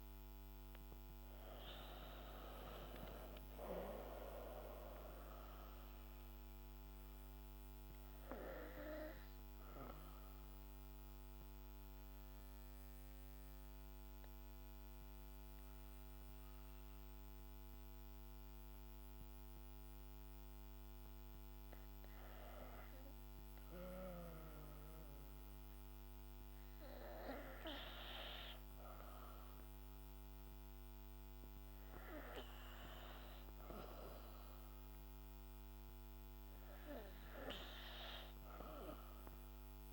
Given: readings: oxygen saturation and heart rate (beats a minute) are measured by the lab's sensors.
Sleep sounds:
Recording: breathing in sleep by a microphone on the trachea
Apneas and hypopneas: 1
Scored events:
0.00-2.00 s: oxygen desaturation (device-marked, oxygen 92% lowest, heart rate 60 extreme)
8.00-21.00 s: oxygen desaturation (device-marked, oxygen 94% before, 91% lowest, heart rate 67 before, 60 extreme)
9.50-23.00 s: obstructive apnea (oxygen 96% before, 90% lowest, heart rate 67 before, 60 extreme, up 6 after)
25.00-28.50 s: arousal
34.00-39.93 s: oxygen desaturation (device-marked, oxygen 98% before, 92% lowest, heart rate 63 before, 65 extreme)
From the record:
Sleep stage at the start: N2 (light sleep)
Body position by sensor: on the back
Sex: female

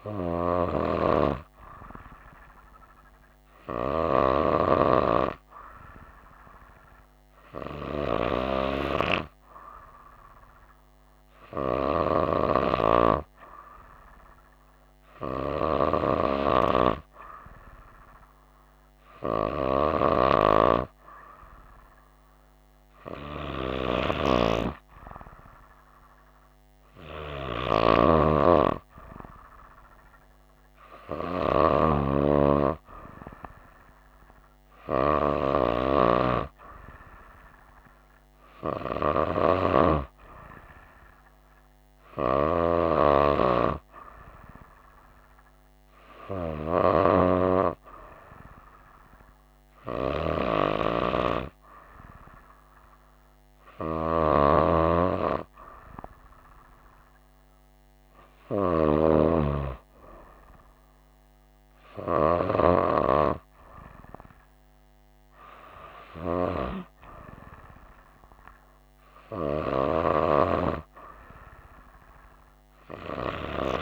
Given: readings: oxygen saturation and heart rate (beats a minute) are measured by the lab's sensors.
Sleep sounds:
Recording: breathing in sleep by a microphone on the trachea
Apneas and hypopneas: none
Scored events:
none scored
From the record:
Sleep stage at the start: N2 (light sleep)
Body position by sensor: on the right side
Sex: female

